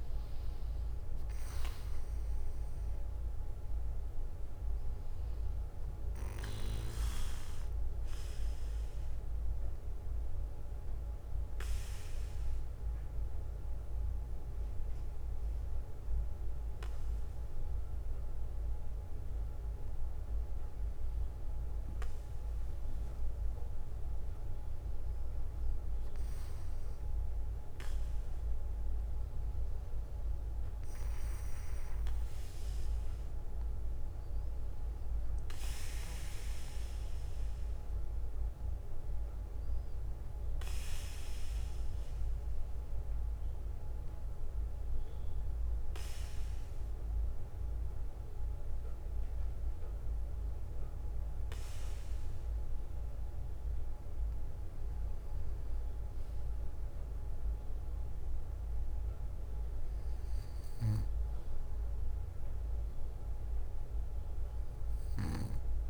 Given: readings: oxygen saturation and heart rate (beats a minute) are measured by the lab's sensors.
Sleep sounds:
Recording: breathing in sleep, hard to hear, by a room microphone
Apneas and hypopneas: 2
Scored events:
1.00-19.00 s: bradycardia (device-marked, heart rate 59 before, 55 extreme)
10.50-23.50 s: obstructive apnea (oxygen 97% before, 94% lowest, heart rate 60 before, 56 extreme, up 6 after)
25.00-27.00 s: bradycardia (device-marked, heart rate 59 before, 60 extreme)
25.50-29.00 s: arousal
34.00-57.00 s: bradycardia (device-marked, heart rate 59 before, 48 extreme)
41.50-55.00 s: obstructive apnea (oxygen 97% before, 95% lowest, heart rate 60 before, 48 extreme, up 12 after)
57.50-61.00 s: arousal
From the record:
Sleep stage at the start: N2 (light sleep)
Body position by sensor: on the back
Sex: male

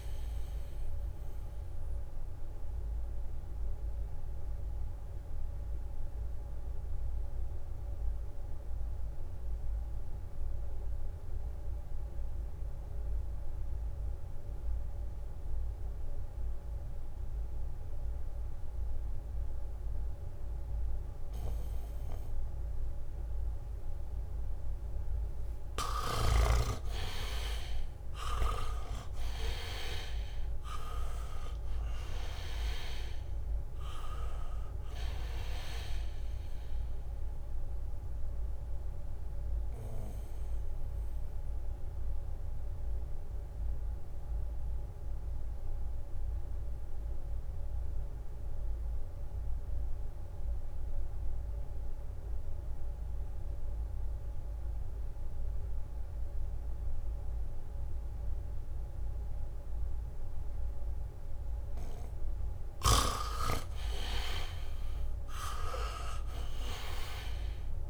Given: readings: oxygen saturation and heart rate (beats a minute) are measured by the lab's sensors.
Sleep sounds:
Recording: breathing in sleep by a room microphone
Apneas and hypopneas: 2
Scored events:
0.00-2.50 s: leg movement (device-marked)
0.00-16.00 s: oxygen desaturation (device-marked, oxygen 80% lowest, heart rate 64 extreme)
2.50-4.00 s: leg movement (device-marked)
3.00-24.00 s: mixed apnea (oxygen 99% before, 78% lowest, heart rate 67 before, 64 extreme, up 0 after)
18.00-56.00 s: oxygen desaturation (device-marked, oxygen 98% before, 78% lowest, heart rate 68 before, 64 extreme)
26.50-30.50 s: arousal
40.00-59.50 s: obstructive apnea (oxygen 98% before, 78% lowest, heart rate 67 before, 69 extreme, up 0 after)
58.00-67.90 s: oxygen desaturation (device-marked, oxygen 99% before, 78% lowest, heart rate 72 before, 61 extreme)
65.50-67.90 s: arousal
From the record:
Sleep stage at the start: N2 (light sleep)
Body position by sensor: on the back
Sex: male

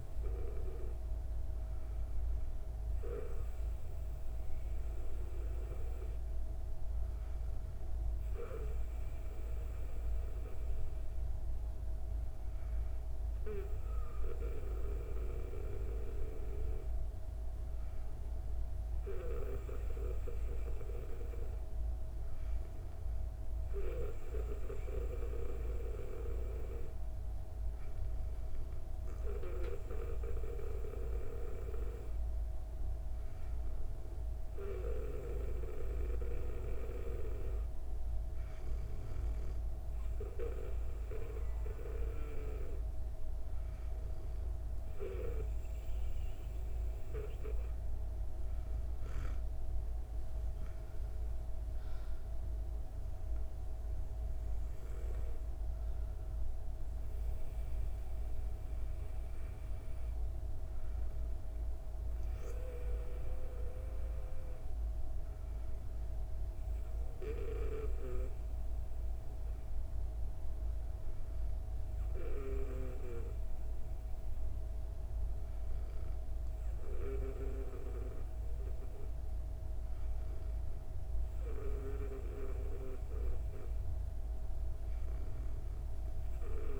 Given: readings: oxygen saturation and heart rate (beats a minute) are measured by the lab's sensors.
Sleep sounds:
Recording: breathing in sleep by a room microphone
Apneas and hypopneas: none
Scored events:
none scored
From the record:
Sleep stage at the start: N2 (light sleep)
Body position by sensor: on the back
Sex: female

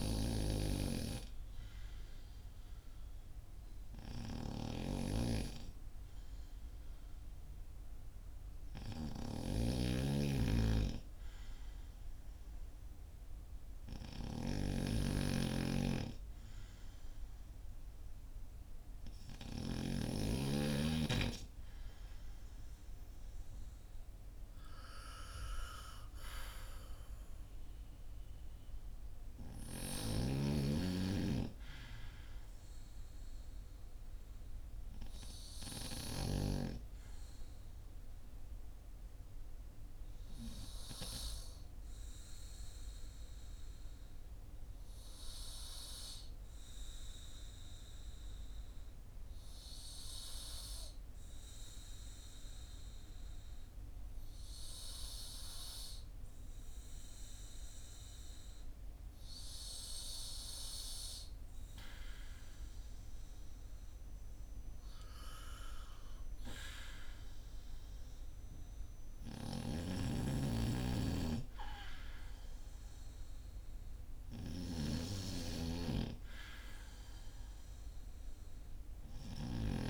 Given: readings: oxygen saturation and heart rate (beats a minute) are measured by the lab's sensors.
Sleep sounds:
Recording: breathing in sleep by a room microphone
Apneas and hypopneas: 1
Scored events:
4.50-19.50 s: snoring (device-marked)
39.50-60.50 s: obstructive apnea (oxygen 95% before, 93% lowest, heart rate 58 before, 49 extreme, up 6 after)
63.00-67.00 s: arousal
69.00-79.50 s: snoring (device-marked)
From the record:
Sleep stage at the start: N2 (light sleep)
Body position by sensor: on the back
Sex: male

